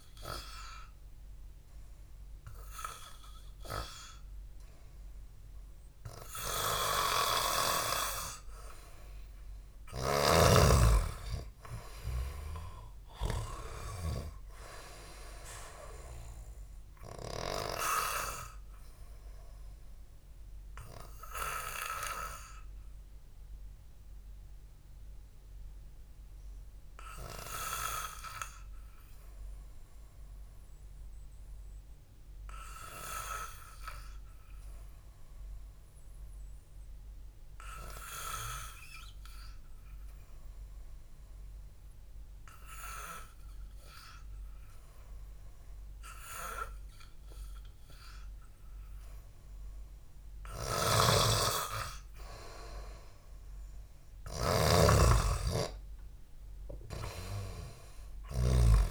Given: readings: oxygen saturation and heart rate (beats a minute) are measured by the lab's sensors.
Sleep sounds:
breathing in sleep by a room microphone; 1
37.00-52.00 s: hypopnea (oxygen 95% before, 93% lowest, heart rate 62 before, 52 extreme, up 7 after)
51.00-58.91 s: snoring (device-marked)
54.50-58.00 s: arousal
From the record:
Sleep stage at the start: N2 (light sleep); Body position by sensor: on the back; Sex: male

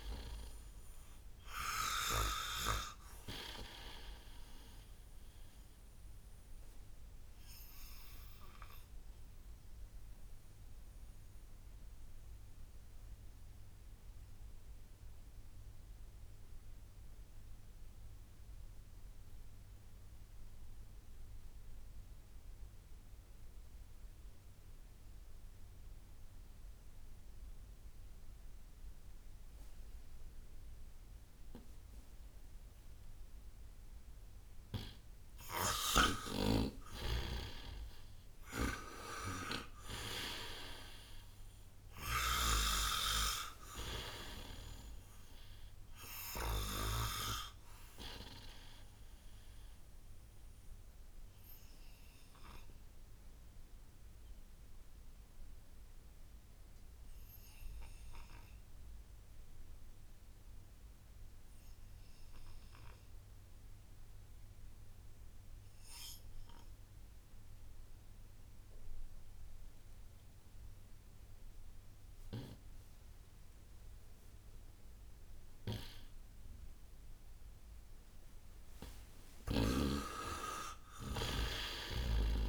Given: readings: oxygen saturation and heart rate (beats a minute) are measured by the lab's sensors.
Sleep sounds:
breathing in sleep by a room microphone; 2
0.00-21.00 s: oxygen desaturation (device-marked, oxygen 81% lowest, heart rate 57 extreme)
5.00-34.50 s: obstructive apnea (oxygen 98% before, 81% lowest, heart rate 70 before, 57 extreme, up 9 after)
35.00-69.00 s: oxygen desaturation (device-marked, oxygen 98% before, 84% lowest, heart rate 60 before, 56 extreme)
37.00-41.00 s: arousal
50.50-77.00 s: obstructive apnea (oxygen 98% before, 83% lowest, heart rate 64 before, 56 extreme, up 10 after)
79.00-82.49 s: arousal
From the record:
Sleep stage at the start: N2 (light sleep); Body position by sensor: on the right side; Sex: male

